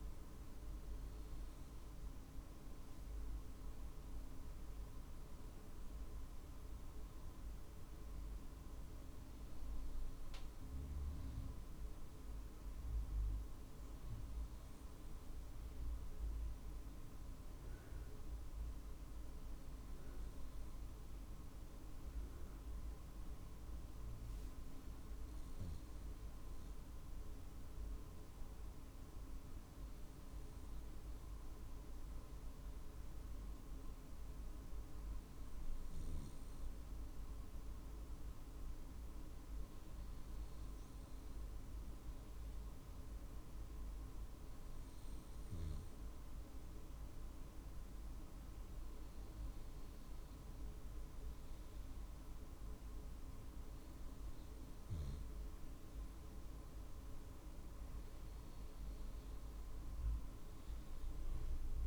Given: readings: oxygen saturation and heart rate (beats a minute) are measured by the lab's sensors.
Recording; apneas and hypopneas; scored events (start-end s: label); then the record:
breathing in sleep, hard to hear, by a room microphone; none
32.00-40.00 s: drop in pulse transit time (device-marked, heart rate 50 before, 51 extreme)
From the record:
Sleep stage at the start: N2 (light sleep); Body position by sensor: on the right side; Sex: male